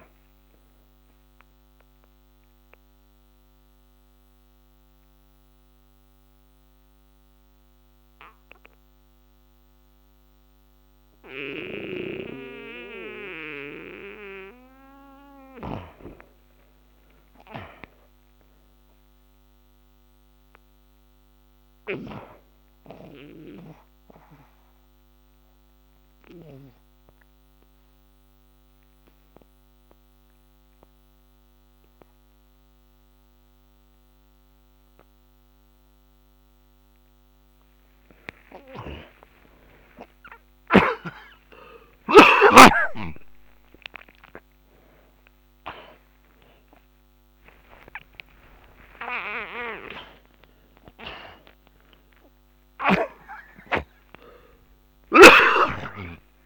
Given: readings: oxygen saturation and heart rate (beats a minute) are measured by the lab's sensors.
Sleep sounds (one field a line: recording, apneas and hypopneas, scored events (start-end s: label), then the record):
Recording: a person partly awake in a sleep study, by a microphone on the trachea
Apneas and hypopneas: 2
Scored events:
1.50-15.00 s: obstructive apnea (oxygen 91% before, 78% lowest, heart rate 72 before, 52 extreme, up 18 after)
16.50-20.50 s: arousal
18.50-37.50 s: oxygen desaturation (device-marked, oxygen 98% before, 87% lowest, heart rate 67 before, 27 extreme)
25.00-37.00 s: obstructive apnea (oxygen 98% before, 78% lowest, heart rate 66 before, 55 extreme, up 17 after)
30.50-56.46 s: new sleep stage, awake
50.50-56.46 s: oxygen desaturation (device-marked, oxygen 92% before, 78% lowest)
From the record:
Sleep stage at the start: N2 (light sleep)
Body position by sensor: on the back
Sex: male